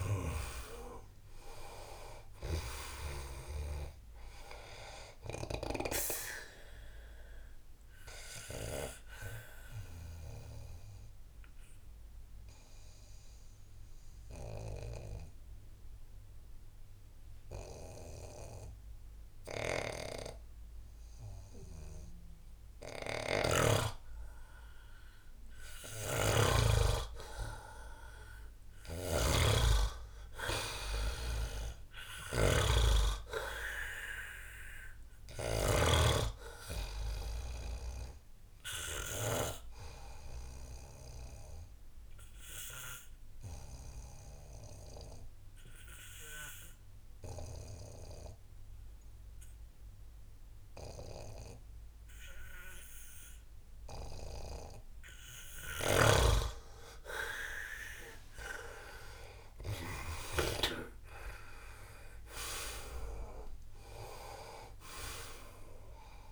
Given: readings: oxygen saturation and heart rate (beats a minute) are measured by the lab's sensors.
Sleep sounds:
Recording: breathing in sleep by a room microphone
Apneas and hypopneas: 2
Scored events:
2.00-18.00 s: oxygen desaturation (device-marked, oxygen 98% before, 89% lowest, heart rate 78 before, 71 extreme)
8.00-23.50 s: obstructive apnea (oxygen 98% before, 89% lowest, heart rate 81 before, 71 extreme, up 9 after)
23.00-26.50 s: snoring (device-marked)
26.00-30.00 s: arousal
28.50-35.50 s: snoring (device-marked)
33.00-50.00 s: oxygen desaturation (device-marked, oxygen 98% before, 90% lowest, heart rate 76 before, 69 extreme)
41.00-56.00 s: obstructive apnea (oxygen 98% before, 87% lowest, heart rate 80 before, 69 extreme, up 3 after)
55.50-60.50 s: snoring (device-marked)
61.00-66.31 s: oxygen desaturation (device-marked, oxygen 98% before, 89% lowest, heart rate 78 before, 75 extreme)
62.50-66.31 s: arousal
From the record:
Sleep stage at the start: N2 (light sleep)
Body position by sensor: on the back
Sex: male

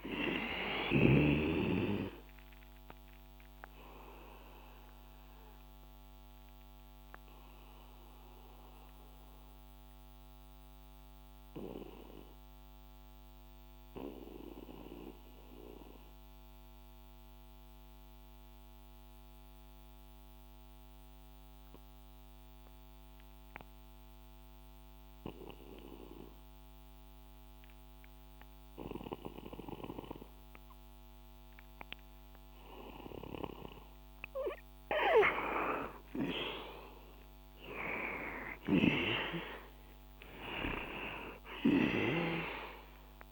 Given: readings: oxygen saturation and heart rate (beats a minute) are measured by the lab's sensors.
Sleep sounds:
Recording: breathing in sleep by a microphone on the trachea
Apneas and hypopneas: 1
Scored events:
0.00-24.50 s: oxygen desaturation (device-marked, oxygen 88% lowest, heart rate 58 extreme)
4.00-32.00 s: obstructive apnea (oxygen 98% before, 88% lowest, heart rate 64 before, 58 extreme, up 4 after)
36.00-39.00 s: arousal
40.50-43.32 s: oxygen desaturation (device-marked, oxygen 97% before, 88% lowest, heart rate 64 before, 60 extreme)
From the record:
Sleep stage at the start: N2 (light sleep)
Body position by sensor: on the back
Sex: male

